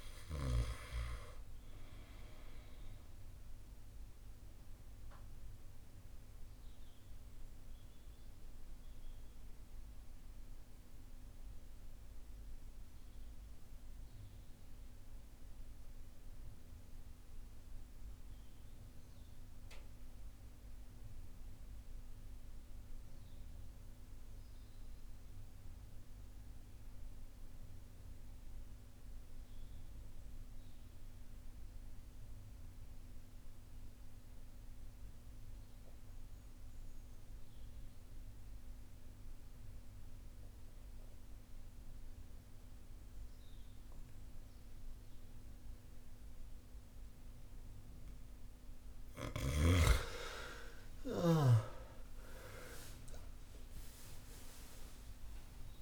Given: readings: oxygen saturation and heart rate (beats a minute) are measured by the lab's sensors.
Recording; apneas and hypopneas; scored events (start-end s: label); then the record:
breathing in sleep by a room microphone; 1
0.00-23.50 s: oxygen desaturation (device-marked, oxygen 80% lowest, heart rate 48 extreme)
3.00-48.50 s: mixed apnea (oxygen 99% before, 70% lowest, heart rate 64 before, 48 extreme, up 27 after)
29.50-55.82 s: oxygen desaturation (device-marked, oxygen 99% before, 70% lowest, heart rate 53 before, 52 extreme)
50.00-55.82 s: arousal
From the record:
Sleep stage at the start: N2 (light sleep); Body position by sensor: on the right side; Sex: male